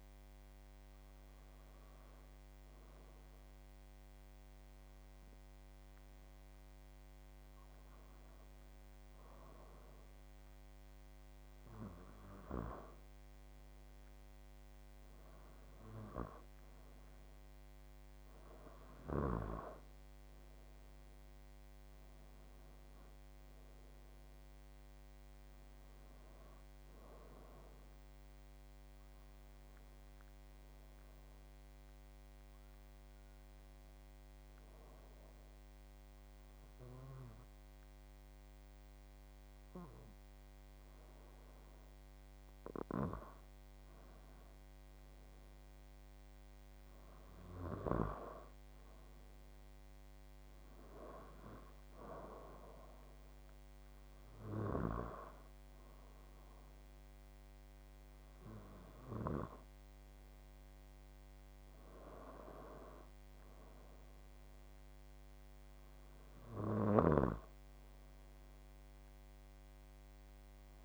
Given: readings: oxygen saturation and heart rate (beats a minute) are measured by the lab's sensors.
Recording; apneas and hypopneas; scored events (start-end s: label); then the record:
breathing in sleep by a microphone on the trachea; 2
0.00-9.00 s: oxygen desaturation (device-marked, oxygen 90% lowest, heart rate 64 extreme)
0.50-12.00 s: hypopnea (oxygen 95% before, 89% lowest, heart rate 79 before, 64 extreme, up 14 after)
14.00-17.50 s: arousal
30.00-41.50 s: hypopnea (oxygen 94% before, 89% lowest, heart rate 78 before, 75 extreme, up 15 after)
44.50-47.50 s: arousal
53.00-64.00 s: oxygen desaturation (device-marked, oxygen 94% before, 89% lowest, heart rate 78 before, 72 extreme)
From the record:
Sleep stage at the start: N2 (light sleep); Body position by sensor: on the back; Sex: male